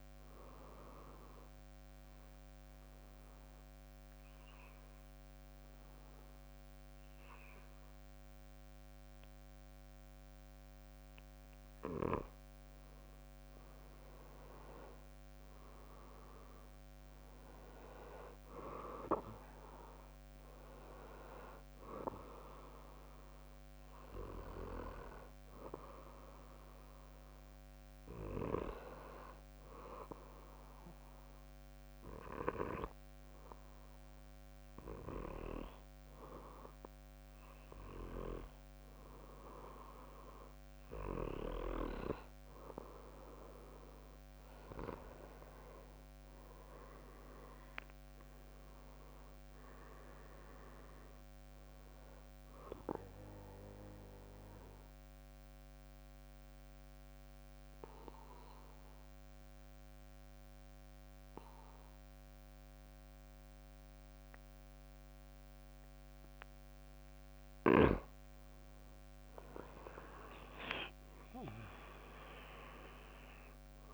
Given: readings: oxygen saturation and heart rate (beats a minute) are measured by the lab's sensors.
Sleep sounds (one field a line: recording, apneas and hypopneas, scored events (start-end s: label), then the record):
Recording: breathing in sleep by a microphone on the trachea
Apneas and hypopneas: 3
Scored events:
1.50-12.50 s: obstructive apnea (oxygen 95% before, 91% lowest, heart rate 65 before, 62 extreme, up 8 after)
15.00-19.00 s: arousal
16.00-32.00 s: oxygen desaturation (device-marked, oxygen 95% before, 91% lowest, heart rate 63 before, 63 extreme)
29.00-39.50 s: hypopnea (oxygen 95% before, 92% lowest, heart rate 66 before, 59 extreme, up 4 after)
44.00-48.50 s: arousal
54.00-67.50 s: mixed apnea (oxygen 95% before, 91% lowest, heart rate 66 before, 54 extreme, up 14 after)
70.50-73.94 s: arousal
72.00-73.94 s: drop in pulse transit time (device-marked, heart rate 63 before, 62 extreme)
From the record:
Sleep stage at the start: N2 (light sleep)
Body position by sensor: on the back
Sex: male